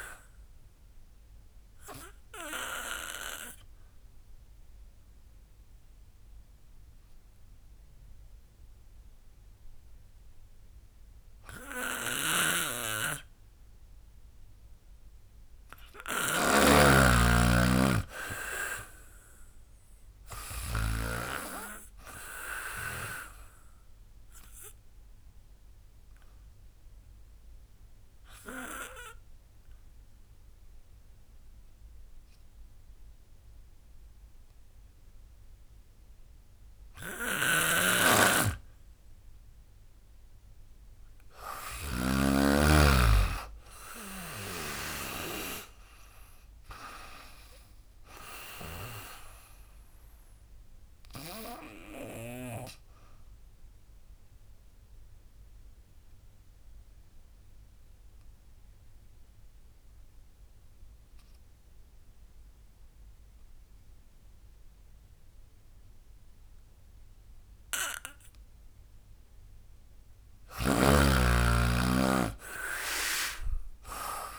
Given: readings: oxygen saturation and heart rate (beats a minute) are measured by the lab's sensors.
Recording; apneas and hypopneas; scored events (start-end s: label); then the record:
breathing in sleep by a room microphone; 3
0.00-4.50 s: drop in pulse transit time (device-marked, heart rate 78 extreme)
0.00-15.50 s: oxygen desaturation (device-marked, oxygen 93% lowest, heart rate 69 extreme)
1.00-14.50 s: obstructive apnea (oxygen 98% before, 92% lowest, heart rate 76 before, 69 extreme, up 17 after)
12.00-21.00 s: snoring (device-marked)
16.00-19.00 s: arousal
17.50-37.50 s: oxygen desaturation (device-marked, oxygen 98% before, 92% lowest, heart rate 75 before, 71 extreme)
18.50-28.50 s: drop in pulse transit time (device-marked, heart rate 75 before, 78 extreme)
23.00-39.50 s: obstructive apnea (oxygen 98% before, 91% lowest, heart rate 76 before, 71 extreme, up 17 after)
37.00-42.00 s: snoring (device-marked)
42.00-45.00 s: arousal
42.50-55.50 s: drop in pulse transit time (device-marked, heart rate 77 before, 75 extreme)
43.50-65.50 s: oxygen desaturation (device-marked, oxygen 98% before, 92% lowest, heart rate 77 before, 72 extreme)
50.50-67.50 s: obstructive apnea (oxygen 98% before, 91% lowest, heart rate 79 before, 72 extreme, up 14 after)
69.50-72.50 s: arousal
71.50-74.39 s: drop in pulse transit time (device-marked, heart rate 76 before, 80 extreme)
From the record:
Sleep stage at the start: N2 (light sleep); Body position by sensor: on the back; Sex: female